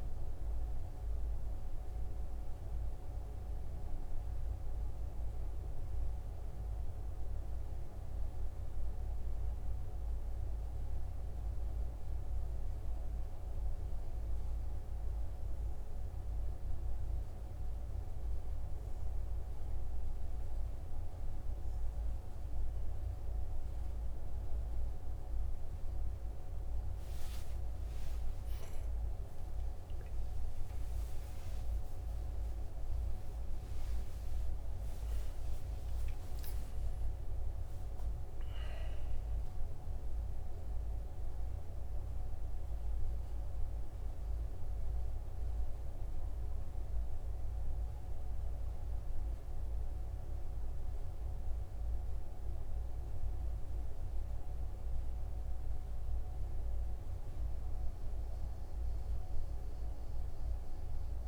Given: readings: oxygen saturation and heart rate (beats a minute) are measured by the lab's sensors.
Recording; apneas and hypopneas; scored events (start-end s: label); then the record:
a person awake in a sleep study, hard to hear, by a room microphone; none
none scored
From the record:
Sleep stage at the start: awake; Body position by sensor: on the back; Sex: male